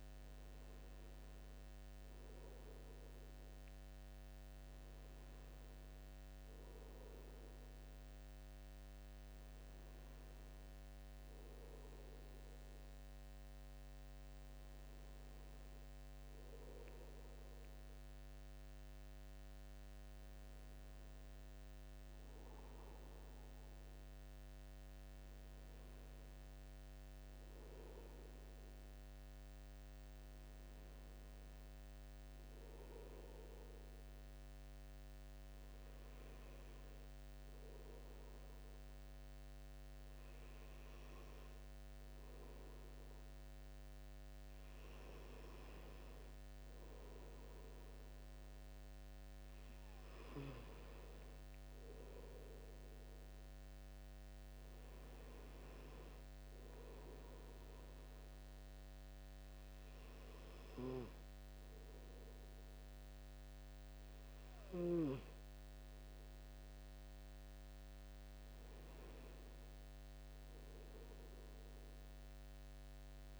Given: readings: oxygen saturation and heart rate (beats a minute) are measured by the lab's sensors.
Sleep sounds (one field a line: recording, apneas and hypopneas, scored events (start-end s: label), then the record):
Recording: breathing in sleep, hard to hear, by a microphone on the trachea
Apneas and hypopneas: none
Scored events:
none scored
From the record:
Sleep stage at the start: N2 (light sleep)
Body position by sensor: on the front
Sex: male